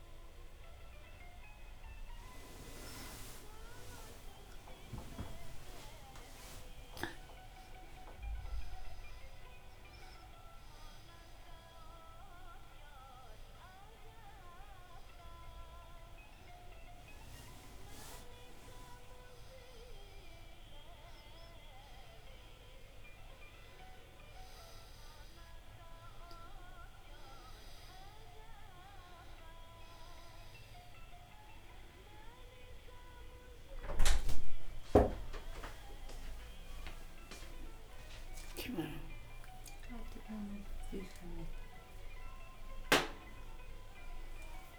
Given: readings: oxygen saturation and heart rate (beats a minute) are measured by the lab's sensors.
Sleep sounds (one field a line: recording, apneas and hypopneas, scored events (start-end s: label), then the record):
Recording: a person awake in a sleep study, by a room microphone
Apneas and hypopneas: none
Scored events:
0.00-27.50 s: oxygen desaturation (device-marked, oxygen 89% lowest)
From the record:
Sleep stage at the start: awake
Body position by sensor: on the back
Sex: female